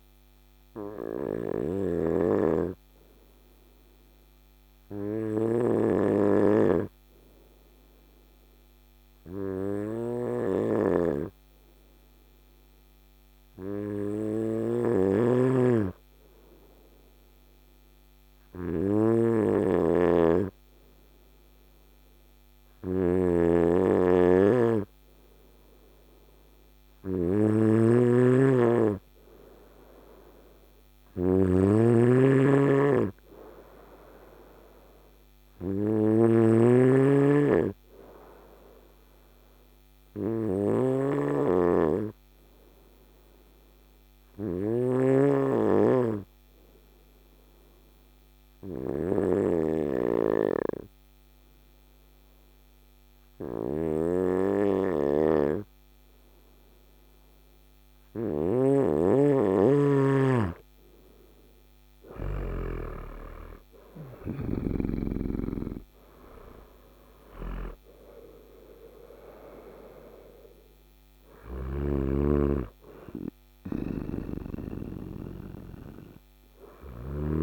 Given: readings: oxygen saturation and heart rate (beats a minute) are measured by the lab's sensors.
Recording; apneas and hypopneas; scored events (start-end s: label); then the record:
breathing in sleep by a microphone on the trachea; 1
0.00-1.50 s: snoring (device-marked)
14.00-35.50 s: snoring (device-marked)
35.50-58.00 s: obstructive apnea (oxygen 96% before, 91% lowest, heart rate 58 before, 56 extreme, up 8 after)
54.00-62.00 s: snoring (device-marked)
61.50-63.50 s: arousal
68.00-77.43 s: oxygen desaturation (device-marked, oxygen 96% before, 91% lowest, heart rate 59 before, 55 extreme)
70.50-76.50 s: snoring (device-marked)
From the record:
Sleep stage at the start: N2 (light sleep); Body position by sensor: on the front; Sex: male